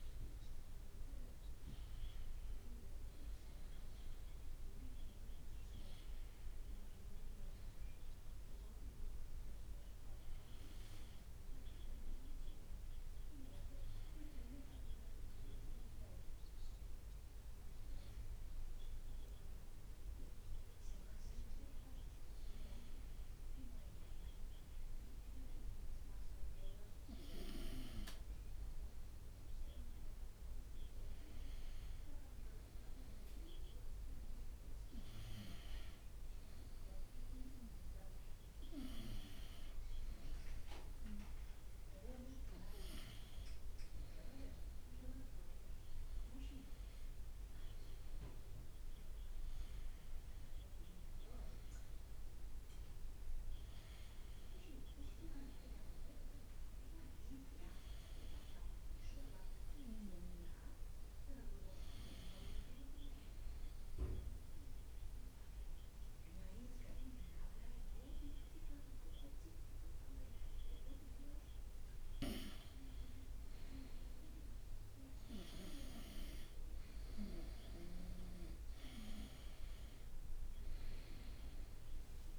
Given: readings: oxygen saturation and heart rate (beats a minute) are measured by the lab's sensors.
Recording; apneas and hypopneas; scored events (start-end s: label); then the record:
breathing in sleep by a room microphone; 1
45.50-56.50 s: drop in pulse transit time (device-marked, heart rate 67 before, 67 extreme)
58.50-62.00 s: arousal
64.00-74.50 s: obstructive apnea (oxygen 96% before, 91% lowest, heart rate 69 before, 64 extreme, up 1 after)
79.00-82.39 s: arousal
From the record:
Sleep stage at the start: N1 (lightest sleep); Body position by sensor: on the right side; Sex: male